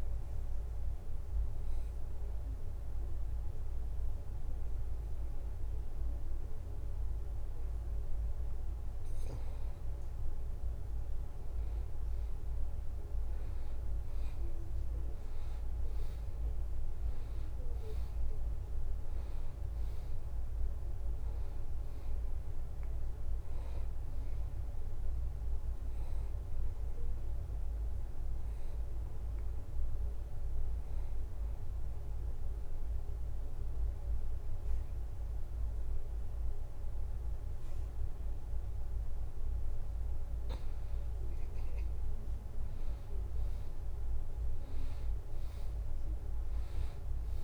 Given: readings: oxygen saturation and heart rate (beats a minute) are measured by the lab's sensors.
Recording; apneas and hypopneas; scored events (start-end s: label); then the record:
breathing in sleep, hard to hear, by a room microphone; 2
0.50-10.50 s: obstructive apnea (oxygen 93% before, 88% lowest, heart rate 80 before, 79 extreme, up 0 after)
14.50-18.50 s: arousal
20.50-33.50 s: oxygen desaturation (device-marked, oxygen 94% before, 90% lowest, heart rate 79 before, 77 extreme)
31.00-41.50 s: obstructive apnea (oxygen 94% before, 88% lowest, heart rate 80 before, 77 extreme, up 1 after)
44.50-47.44 s: arousal
From the record:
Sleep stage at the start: N2 (light sleep); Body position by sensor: on the back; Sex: male